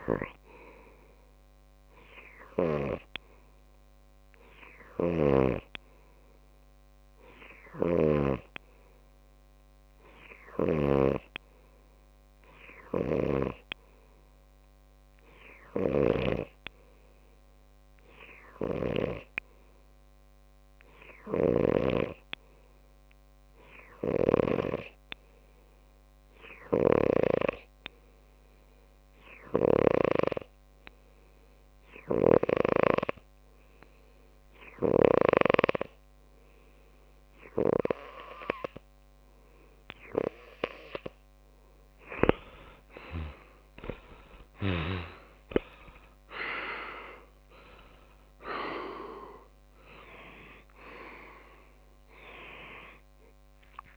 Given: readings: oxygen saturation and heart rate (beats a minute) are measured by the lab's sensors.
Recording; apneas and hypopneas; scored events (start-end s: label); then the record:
breathing in sleep by a microphone on the trachea; 1
0.00-1.00 s: arousal
8.00-16.50 s: snoring (device-marked)
24.00-41.00 s: obstructive apnea (oxygen 99% before, 93% lowest)
43.50-47.50 s: arousal
From the record:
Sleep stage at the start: N2 (light sleep); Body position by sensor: on the left side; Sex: male